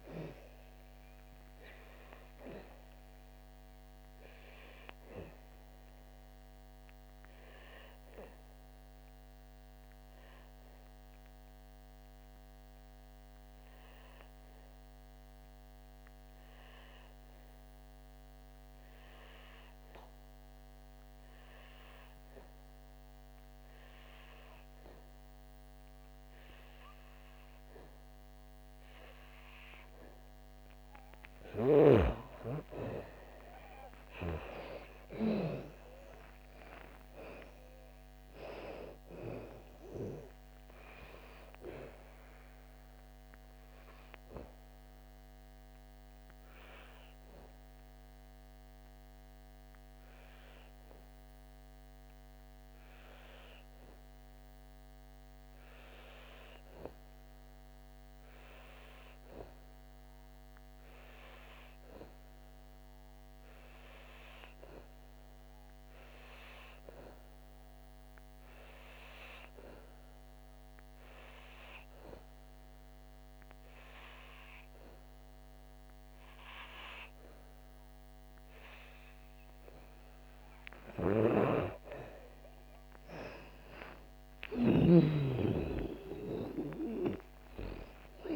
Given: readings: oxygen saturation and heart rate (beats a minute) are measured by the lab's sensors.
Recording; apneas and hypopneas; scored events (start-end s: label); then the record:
breathing in sleep by a microphone on the trachea; 2
0.00-1.00 s: arousal
6.50-31.50 s: obstructive apnea (oxygen 97% before, 89% lowest, heart rate 66 before, 56 extreme, up 10 after)
32.50-68.50 s: oxygen desaturation (device-marked, oxygen 97% before, 89% lowest, heart rate 59 before, 56 extreme)
36.00-39.50 s: arousal
45.50-80.50 s: obstructive apnea (oxygen 97% before, 89% lowest, heart rate 67 before, 56 extreme, up 3 after)
80.50-88.36 s: oxygen desaturation (device-marked, oxygen 96% before, 90% lowest, heart rate 63 before, 57 extreme)
84.50-88.36 s: arousal
From the record:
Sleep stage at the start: N2 (light sleep); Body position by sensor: on the back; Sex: female